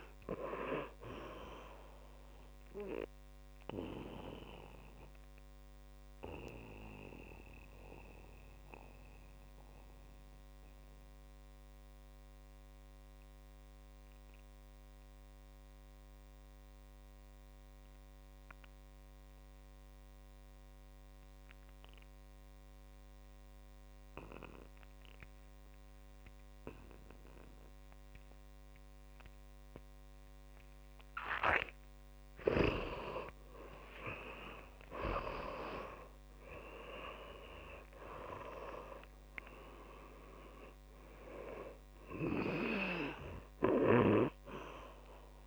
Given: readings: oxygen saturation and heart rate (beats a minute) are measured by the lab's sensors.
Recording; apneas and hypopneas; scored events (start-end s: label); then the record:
breathing in sleep by a microphone on the trachea; 1
0.00-20.00 s: oxygen desaturation (device-marked, oxygen 86% lowest, heart rate 58 extreme)
3.50-32.00 s: mixed apnea (oxygen 100% before, 84% lowest, heart rate 63 before, 58 extreme, up 7 after)
32.00-45.47 s: oxygen desaturation (device-marked, oxygen 100% before, 84% lowest, heart rate 64 before, 57 extreme)
34.00-38.00 s: arousal
From the record:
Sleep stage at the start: N2 (light sleep); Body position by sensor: on the back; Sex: male